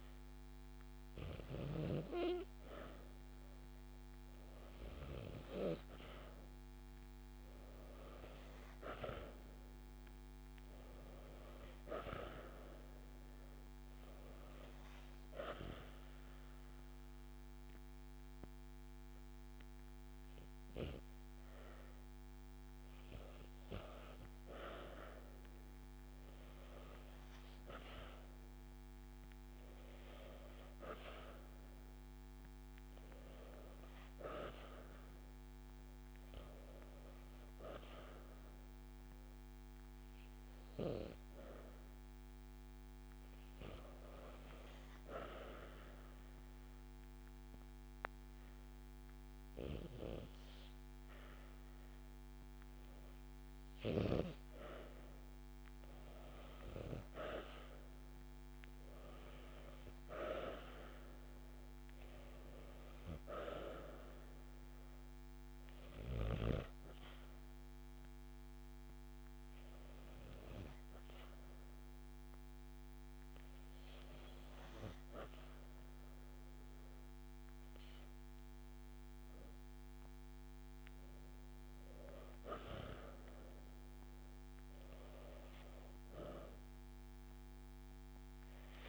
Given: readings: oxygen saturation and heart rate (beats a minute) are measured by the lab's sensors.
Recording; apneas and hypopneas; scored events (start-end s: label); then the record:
breathing in sleep by a microphone on the trachea; 2
0.00-9.00 s: oxygen desaturation (device-marked, oxygen 92% lowest)
38.00-51.50 s: hypopnea (oxygen 95% before, 93% lowest)
54.00-57.50 s: arousal
67.50-79.00 s: hypopnea (oxygen 95% before, 88% lowest)
81.00-84.50 s: arousal
From the record:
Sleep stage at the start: N2 (light sleep); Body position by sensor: on the back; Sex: female